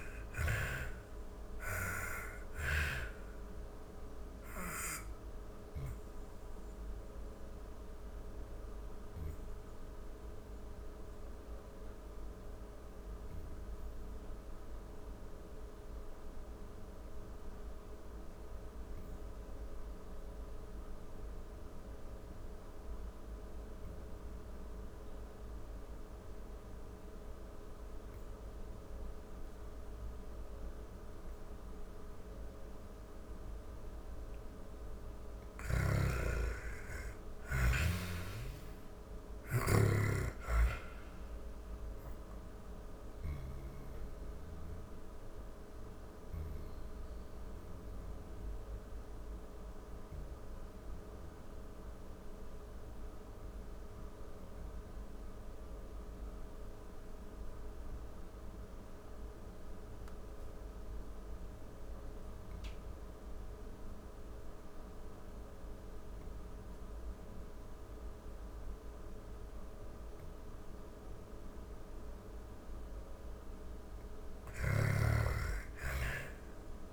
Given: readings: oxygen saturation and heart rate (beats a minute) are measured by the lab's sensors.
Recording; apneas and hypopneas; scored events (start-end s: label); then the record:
breathing in sleep by a room microphone; 2
0.00-1.00 s: arousal
0.00-19.50 s: oxygen desaturation (device-marked, oxygen 80% lowest)
3.50-33.00 s: obstructive apnea (oxygen 99% before, 80% lowest)
34.00-38.50 s: snoring (device-marked)
34.50-62.50 s: oxygen desaturation (device-marked, oxygen 97% before, 86% lowest)
35.00-38.50 s: arousal
42.00-70.50 s: obstructive apnea (oxygen 98% before, 82% lowest, heart rate 40 before, 27 extreme, up 24 after)
67.50-76.93 s: oxygen desaturation (device-marked, oxygen 98% before, 82% lowest, heart rate 47 before, 27 extreme)
73.50-76.50 s: arousal
75.50-76.93 s: snoring (device-marked)
From the record:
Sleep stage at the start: N2 (light sleep); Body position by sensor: on the back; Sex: female